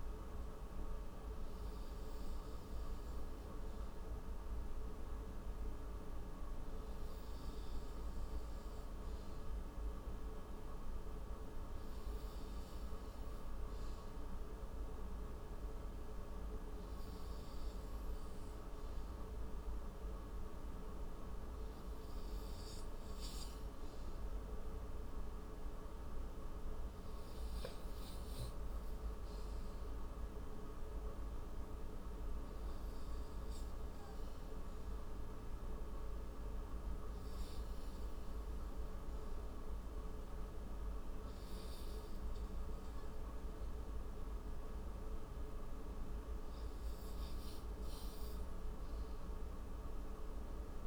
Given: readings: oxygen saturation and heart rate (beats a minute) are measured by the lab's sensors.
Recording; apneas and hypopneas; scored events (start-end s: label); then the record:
breathing in sleep, hard to hear, by a room microphone; none
0.00-3.00 s: oxygen desaturation (device-marked, oxygen 93% lowest, heart rate 46 extreme)
8.00-27.00 s: oxygen desaturation (device-marked, oxygen 96% before, 90% lowest, heart rate 61 before, 62 extreme)
34.00-49.00 s: oxygen desaturation (device-marked, oxygen 93% before, 88% lowest, heart rate 69 before, 36 extreme)
From the record:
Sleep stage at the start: REM sleep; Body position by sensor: on the right side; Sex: male